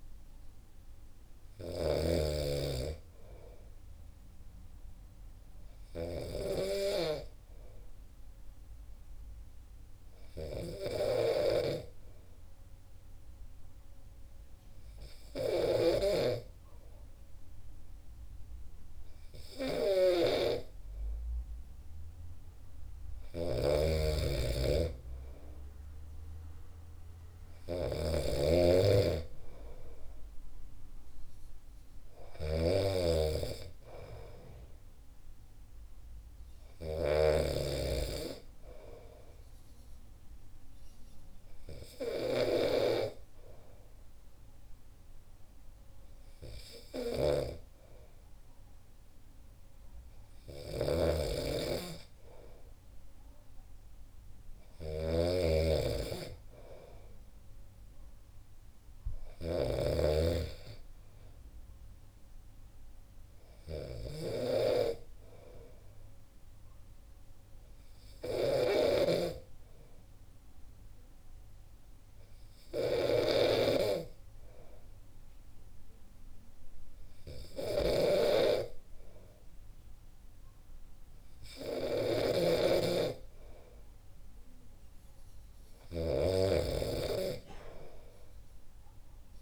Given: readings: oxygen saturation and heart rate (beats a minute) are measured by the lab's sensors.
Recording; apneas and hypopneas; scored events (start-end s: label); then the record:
breathing in sleep by a room microphone; 1
0.00-16.00 s: snoring (device-marked)
6.00-20.00 s: hypopnea (oxygen 94% before, 92% lowest, heart rate 65 before, 64 extreme, up 2 after)
21.00-25.00 s: arousal
23.50-37.50 s: snoring (device-marked)
50.50-89.42 s: snoring (device-marked)
From the record:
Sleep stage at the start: N2 (light sleep); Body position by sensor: on the back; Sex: male